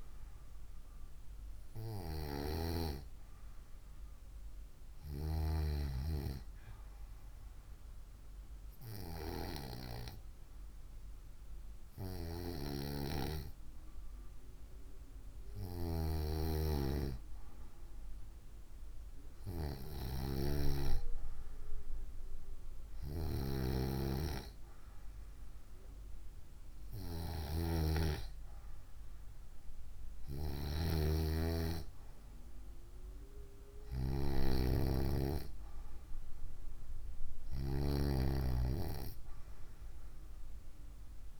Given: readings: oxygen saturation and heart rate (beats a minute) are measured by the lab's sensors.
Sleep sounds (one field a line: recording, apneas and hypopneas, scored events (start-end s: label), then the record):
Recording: breathing in sleep by a room microphone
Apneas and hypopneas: none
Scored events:
none scored
From the record:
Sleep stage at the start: N2 (light sleep)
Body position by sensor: on the right side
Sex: female